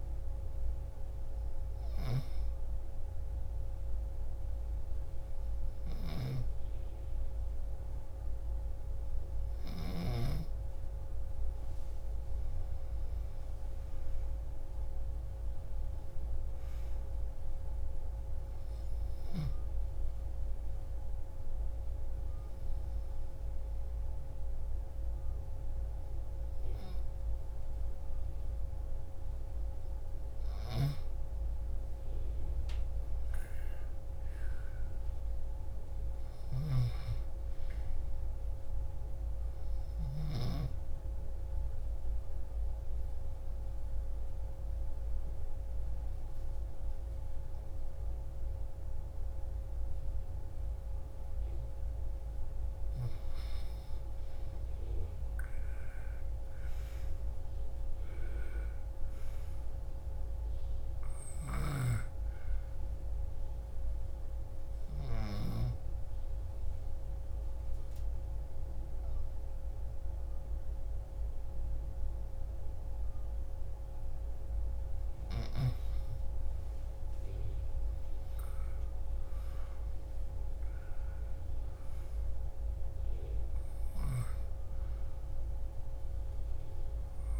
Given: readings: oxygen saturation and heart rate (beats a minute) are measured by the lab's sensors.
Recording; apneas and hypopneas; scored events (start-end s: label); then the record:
breathing in sleep, hard to hear, by a room microphone; 4
2.50-12.50 s: obstructive apnea (oxygen 97% before, 89% lowest)
13.50-16.50 s: arousal
20.00-31.00 s: obstructive apnea (oxygen 96% before, 89% lowest)
30.50-37.00 s: snoring (device-marked)
32.50-35.50 s: arousal
42.50-52.50 s: obstructive apnea (oxygen 96% before, 89% lowest)
43.50-57.50 s: oxygen desaturation (device-marked, oxygen 96% before, 92% lowest)
54.50-58.00 s: arousal
62.50-78.50 s: oxygen desaturation (device-marked, oxygen 96% before, 89% lowest)
66.00-76.00 s: obstructive apnea (oxygen 96% before, 89% lowest)
78.00-82.00 s: arousal
From the record:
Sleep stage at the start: N2 (light sleep); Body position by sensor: on the back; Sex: female